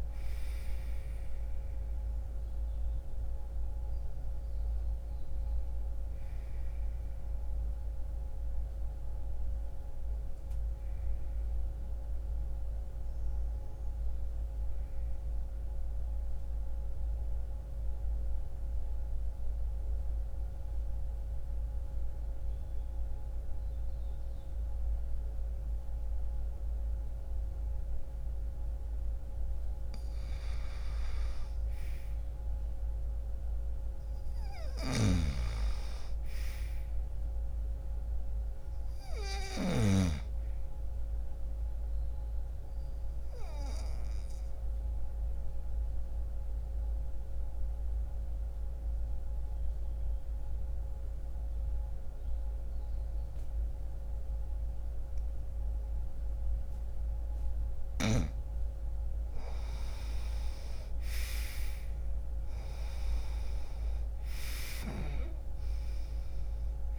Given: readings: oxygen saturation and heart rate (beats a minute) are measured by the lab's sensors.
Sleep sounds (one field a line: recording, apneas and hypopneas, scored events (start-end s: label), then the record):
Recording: breathing in sleep by a room microphone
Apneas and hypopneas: 2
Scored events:
0.00-6.00 s: oxygen desaturation (device-marked, oxygen 85% lowest, heart rate 61 extreme)
13.00-22.00 s: oxygen desaturation (device-marked, oxygen 87% before, 84% lowest, heart rate 67 before, 60 extreme)
15.50-30.00 s: obstructive apnea (oxygen 93% before, 84% lowest, heart rate 68 before, 60 extreme, up 4 after)
20.00-66.99 s: new sleep stage, N2 (light sleep)
32.00-35.50 s: arousal
34.00-39.50 s: snoring (device-marked)
34.00-56.00 s: oxygen desaturation (device-marked, oxygen 100% before, 91% lowest, heart rate 66 before, 60 extreme)
40.50-57.50 s: obstructive apnea (oxygen 100% before, 85% lowest, heart rate 63 before, 60 extreme, up 1 after)
61.00-65.00 s: arousal
From the record:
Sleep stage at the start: N1 (lightest sleep)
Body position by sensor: on the right side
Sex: male